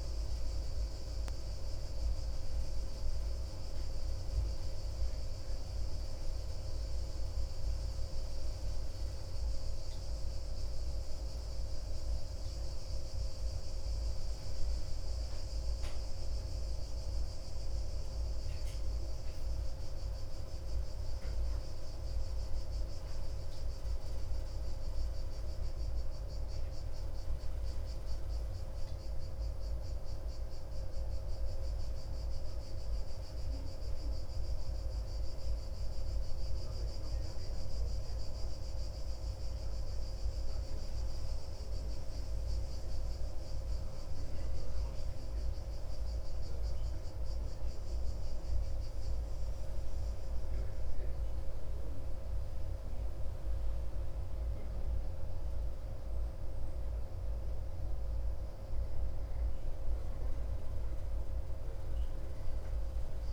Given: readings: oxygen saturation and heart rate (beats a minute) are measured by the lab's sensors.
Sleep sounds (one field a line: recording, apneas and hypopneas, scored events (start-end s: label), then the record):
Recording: breathing in sleep, hard to hear, by a room microphone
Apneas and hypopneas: none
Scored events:
none scored
From the record:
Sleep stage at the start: N2 (light sleep)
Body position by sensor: on the back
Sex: male